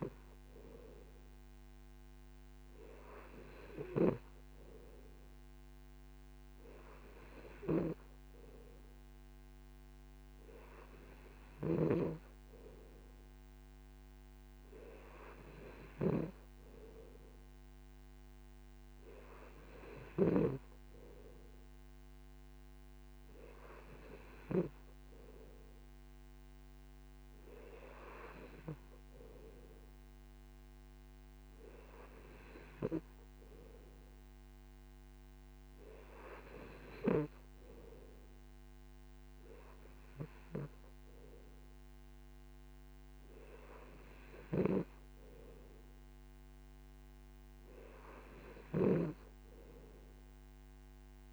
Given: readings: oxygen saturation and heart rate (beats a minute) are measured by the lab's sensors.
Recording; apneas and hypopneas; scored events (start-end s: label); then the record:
breathing in sleep by a microphone on the trachea; none
none scored
From the record:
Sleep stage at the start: N2 (light sleep); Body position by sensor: on the right side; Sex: male